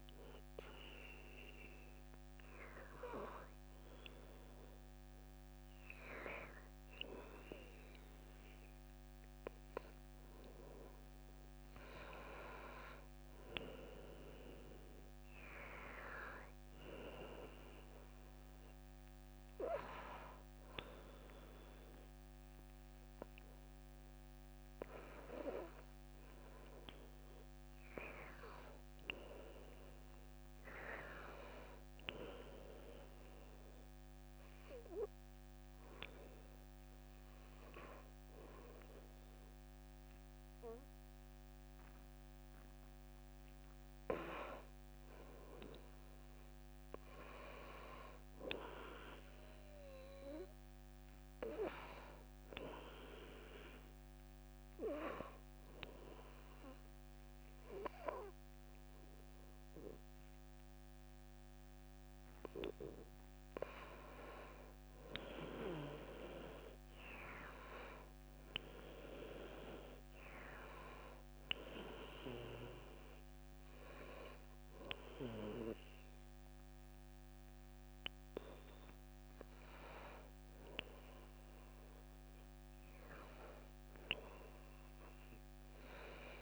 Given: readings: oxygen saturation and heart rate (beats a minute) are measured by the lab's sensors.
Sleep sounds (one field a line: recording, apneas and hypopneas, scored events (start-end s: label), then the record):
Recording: breathing in sleep by a microphone on the trachea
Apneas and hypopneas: 3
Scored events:
0.00-7.50 s: oxygen desaturation (device-marked, oxygen 93% lowest)
0.50-11.50 s: hypopnea (oxygen 97% before, 91% lowest)
8.50-10.50 s: long interval between heartbeats (device-marked)
14.00-17.50 s: arousal
35.00-37.00 s: long interval between heartbeats (device-marked)
35.00-45.00 s: obstructive apnea (oxygen 96% before, 89% lowest)
47.00-51.00 s: arousal
52.50-62.50 s: oxygen desaturation (device-marked, oxygen 94% before, 91% lowest)
55.00-65.00 s: obstructive apnea (oxygen 96% before, 89% lowest)
67.00-71.00 s: arousal
74.50-82.50 s: oxygen desaturation (device-marked, oxygen 93% before, 89% lowest)
From the record:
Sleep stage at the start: N2 (light sleep)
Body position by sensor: on the left side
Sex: female